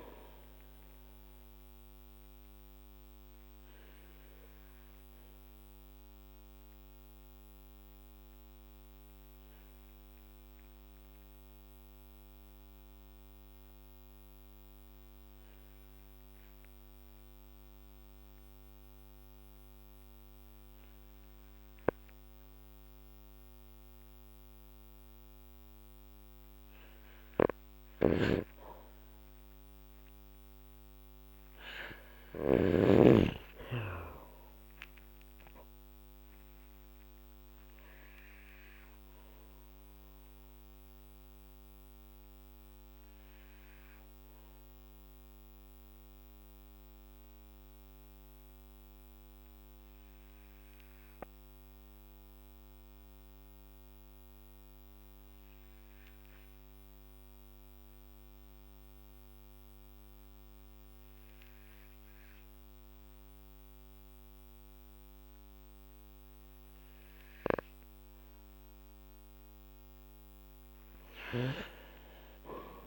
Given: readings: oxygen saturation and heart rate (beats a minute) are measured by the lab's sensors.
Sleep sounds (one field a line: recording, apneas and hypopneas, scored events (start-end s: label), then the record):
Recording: breathing in sleep by a microphone on the trachea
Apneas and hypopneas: 2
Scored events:
0.00-22.00 s: oxygen desaturation (device-marked, oxygen 94% lowest, heart rate 49 extreme)
4.00-27.50 s: obstructive apnea (oxygen 99% before, 94% lowest, heart rate 51 before, 48 extreme, up 6 after)
27.50-32.50 s: snoring (device-marked)
30.00-33.50 s: arousal
36.50-68.00 s: obstructive apnea (oxygen 96% before, 93% lowest, heart rate 54 before, 44 extreme, up 8 after)
From the record:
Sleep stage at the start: N2 (light sleep)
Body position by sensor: on the back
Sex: male